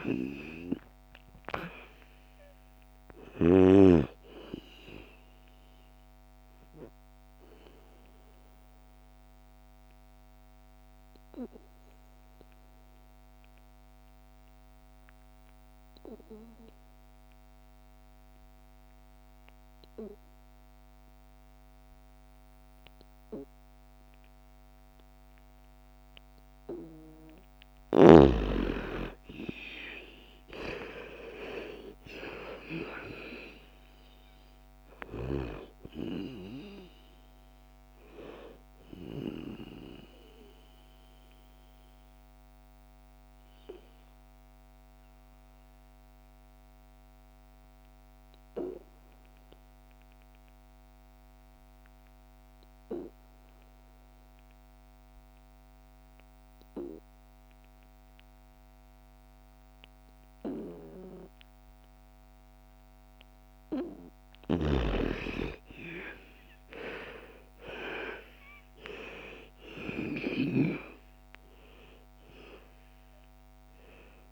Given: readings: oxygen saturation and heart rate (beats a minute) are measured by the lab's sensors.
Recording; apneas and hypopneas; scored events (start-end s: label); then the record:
breathing in sleep by a microphone on the trachea; 2
0.00-1.50 s: arousal
0.00-14.50 s: oxygen desaturation (device-marked, oxygen 87% lowest, heart rate 52 extreme)
5.50-26.50 s: obstructive apnea (oxygen 99% before, 80% lowest, heart rate 61 before, 52 extreme, up 15 after)
27.50-50.50 s: oxygen desaturation (device-marked, oxygen 98% before, 80% lowest, heart rate 55 before, 55 extreme)
28.50-32.00 s: arousal
41.00-63.00 s: obstructive apnea (oxygen 98% before, 80% lowest, heart rate 62 before, 55 extreme, up 16 after)
59.50-74.32 s: oxygen desaturation (device-marked, oxygen 99% before, 81% lowest, heart rate 58 before, 55 extreme)
65.50-70.00 s: arousal
From the record:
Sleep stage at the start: N2 (light sleep); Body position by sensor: on the back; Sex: female